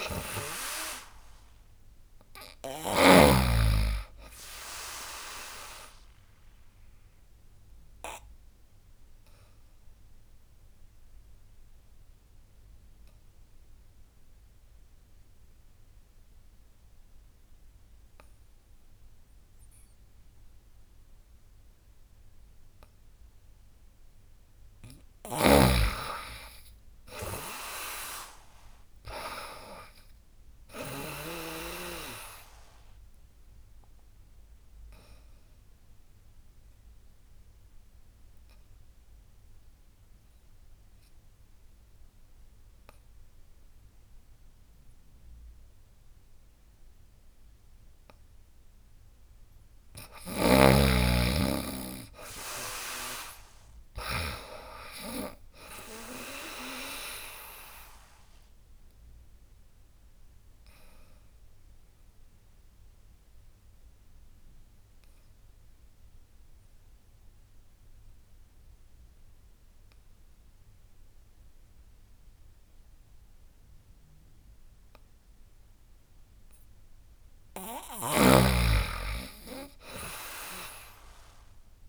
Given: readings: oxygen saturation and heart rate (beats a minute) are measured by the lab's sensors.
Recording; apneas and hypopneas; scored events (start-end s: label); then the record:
breathing in sleep by a room microphone; 3
0.00-1.00 s: arousal
0.00-3.00 s: snoring (device-marked)
0.00-11.50 s: drop in pulse transit time (device-marked, heart rate 70 extreme)
0.00-23.50 s: oxygen desaturation (device-marked, oxygen 91% lowest, heart rate 64 extreme)
7.00-23.50 s: obstructive apnea (oxygen 98% before, 91% lowest, heart rate 73 before, 64 extreme, up 20 after)
25.00-31.00 s: snoring (device-marked)
26.50-28.50 s: arousal
26.50-39.50 s: drop in pulse transit time (device-marked, heart rate 72 before, 66 extreme)
32.50-50.50 s: oxygen desaturation (device-marked, oxygen 98% before, 91% lowest, heart rate 74 before, 63 extreme)
33.50-49.00 s: obstructive apnea (oxygen 98% before, 91% lowest, heart rate 75 before, 63 extreme, up 20 after)
49.50-54.00 s: snoring (device-marked)
51.00-54.00 s: arousal
52.50-65.50 s: drop in pulse transit time (device-marked, heart rate 72 before, 66 extreme)
58.00-76.50 s: obstructive apnea (oxygen 97% before, 93% lowest, heart rate 73 before, 63 extreme, up 19 after)
77.50-81.89 s: snoring (device-marked)
78.50-81.50 s: arousal
79.50-81.89 s: drop in pulse transit time (device-marked, heart rate 69 before, 76 extreme)
From the record:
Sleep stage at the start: N2 (light sleep); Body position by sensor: on the back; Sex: female